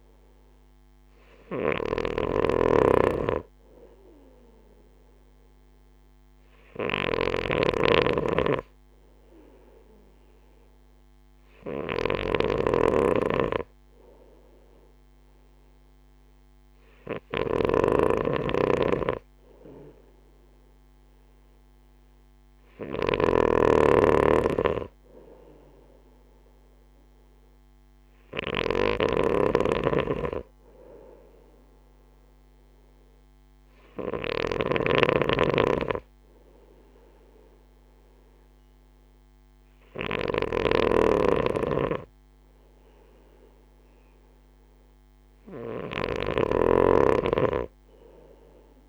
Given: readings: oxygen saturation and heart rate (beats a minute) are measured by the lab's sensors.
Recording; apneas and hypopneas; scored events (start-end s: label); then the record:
breathing in sleep by a microphone on the trachea; none
0.00-48.89 s: snoring (device-marked)
From the record:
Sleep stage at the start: N2 (light sleep); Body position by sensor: on the right side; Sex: male